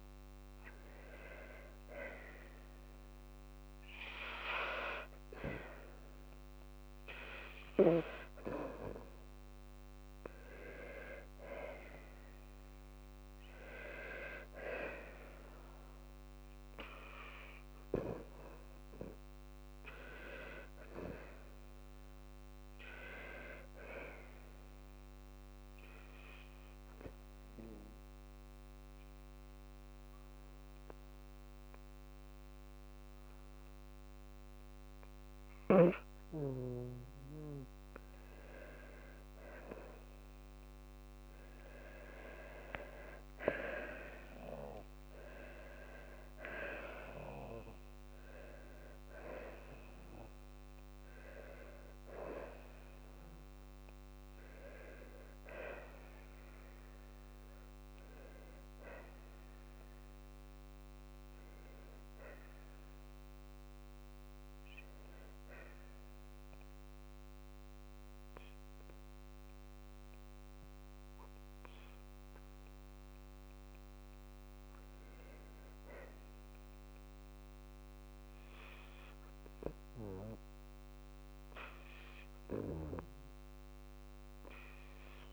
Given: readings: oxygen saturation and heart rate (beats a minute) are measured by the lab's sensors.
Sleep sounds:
breathing in sleep by a microphone on the trachea; 2
22.00-36.00 s: hypopnea (oxygen 98% before, 93% lowest, heart rate 55 before, 53 extreme, up 4 after)
40.00-44.00 s: arousal
54.50-72.50 s: obstructive apnea (oxygen 96% before, 93% lowest, heart rate 56 before, 51 extreme, up 2 after)
74.00-76.00 s: arousal
From the record:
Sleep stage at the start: N2 (light sleep); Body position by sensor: on the back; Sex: female

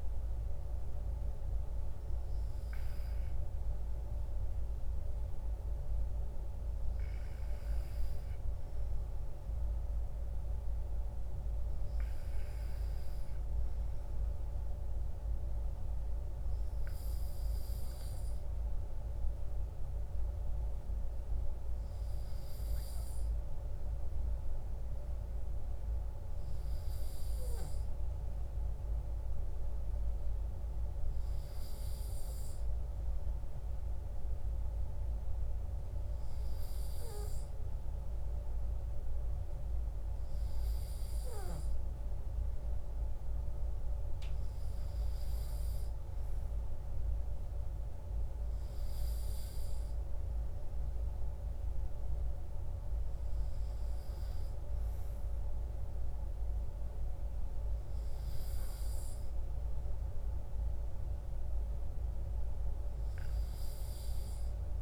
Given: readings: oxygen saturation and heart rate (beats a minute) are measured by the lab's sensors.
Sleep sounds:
breathing in sleep, hard to hear, by a room microphone; none
none scored
From the record:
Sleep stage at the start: N2 (light sleep); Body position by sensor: on the right side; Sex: male

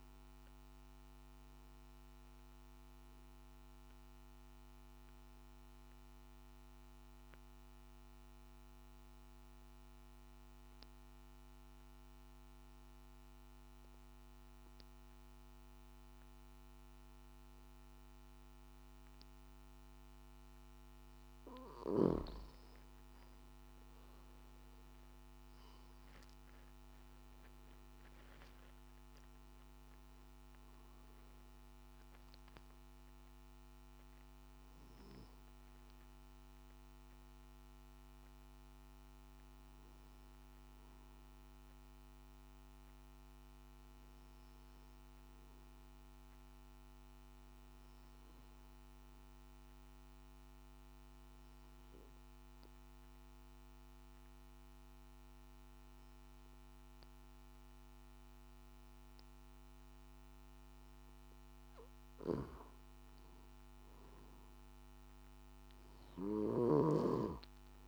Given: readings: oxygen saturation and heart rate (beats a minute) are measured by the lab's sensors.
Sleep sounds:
breathing in sleep, hard to hear, by a microphone on the trachea; 2
3.00-20.00 s: obstructive apnea (oxygen 97% before, 91% lowest, heart rate 56 before, 52 extreme, up 10 after)
10.00-67.88 s: new sleep stage, N2 (light sleep)
28.00-42.00 s: oxygen desaturation (device-marked, oxygen 97% before, 92% lowest, heart rate 56 before, 52 extreme)
45.50-61.00 s: obstructive apnea (oxygen 97% before, 91% lowest, heart rate 60 before, 52 extreme, up 5 after)
From the record:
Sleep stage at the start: N1 (lightest sleep); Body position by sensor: on the back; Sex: male

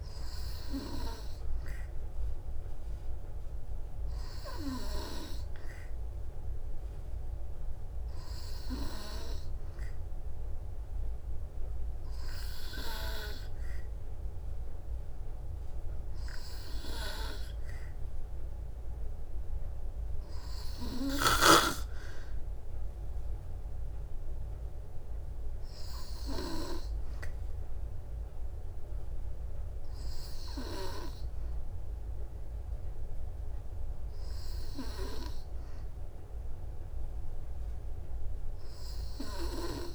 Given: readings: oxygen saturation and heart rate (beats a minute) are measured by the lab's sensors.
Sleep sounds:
breathing in sleep by a room microphone; none
none scored
From the record:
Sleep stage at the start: N2 (light sleep); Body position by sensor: on the back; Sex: female

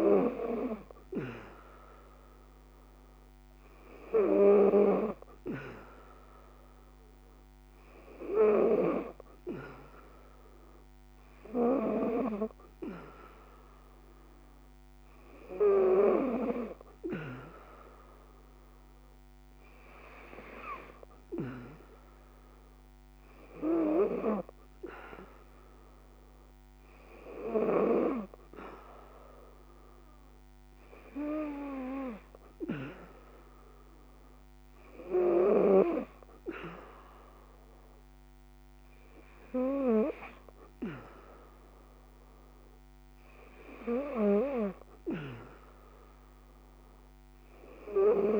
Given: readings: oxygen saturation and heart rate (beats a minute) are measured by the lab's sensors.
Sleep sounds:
breathing in sleep by a microphone on the trachea; none
none scored
From the record:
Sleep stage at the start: N3 (deep sleep); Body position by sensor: on the back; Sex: female

